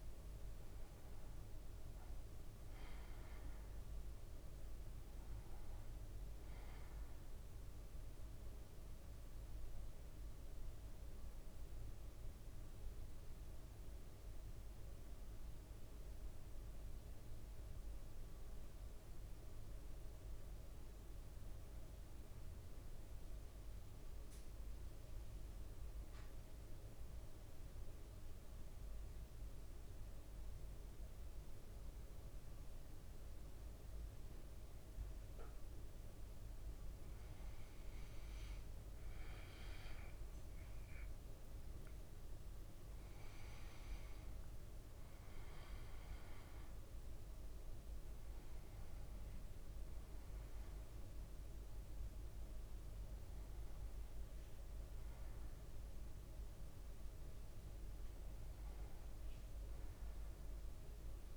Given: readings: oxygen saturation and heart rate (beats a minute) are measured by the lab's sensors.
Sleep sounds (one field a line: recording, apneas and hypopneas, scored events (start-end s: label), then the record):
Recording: breathing in sleep, hard to hear, by a room microphone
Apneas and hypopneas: 1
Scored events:
0.00-1.00 s: oxygen desaturation (device-marked, oxygen 93% lowest, heart rate 54 extreme)
3.00-7.50 s: arousal
10.50-36.50 s: mixed apnea (oxygen 100% before, 93% lowest, heart rate 57 before, 54 extreme, up 4 after)
37.50-41.50 s: arousal
39.00-61.36 s: oxygen desaturation (device-marked, oxygen 100% before, 93% lowest, heart rate 57 before, 55 extreme)
From the record:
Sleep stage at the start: N2 (light sleep)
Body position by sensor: on the back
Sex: male